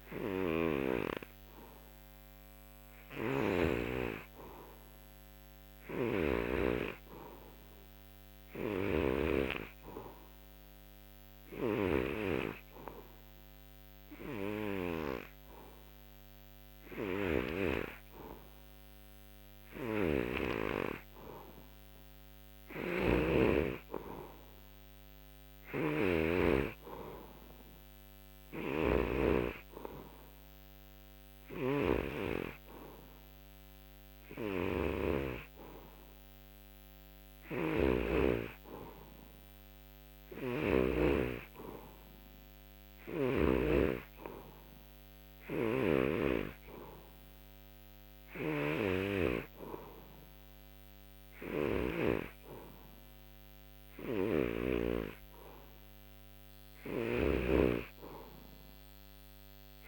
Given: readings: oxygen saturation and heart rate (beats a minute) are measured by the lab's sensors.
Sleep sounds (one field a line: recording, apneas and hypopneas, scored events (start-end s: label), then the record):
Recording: breathing in sleep by a microphone on the trachea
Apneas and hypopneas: none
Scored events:
0.00-9.50 s: snoring (device-marked)
11.50-17.50 s: snoring (device-marked)
11.50-23.50 s: oxygen desaturation (device-marked, oxygen 91% before, 87% lowest, heart rate 71 before, 69 extreme)
19.50-38.00 s: snoring (device-marked)
40.00-43.50 s: snoring (device-marked)
45.50-49.50 s: snoring (device-marked)
46.50-55.50 s: oxygen desaturation (device-marked, oxygen 92% before, 89% lowest, heart rate 74 before, 69 extreme)
54.00-59.88 s: snoring (device-marked)
From the record:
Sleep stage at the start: N3 (deep sleep)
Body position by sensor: on the back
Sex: male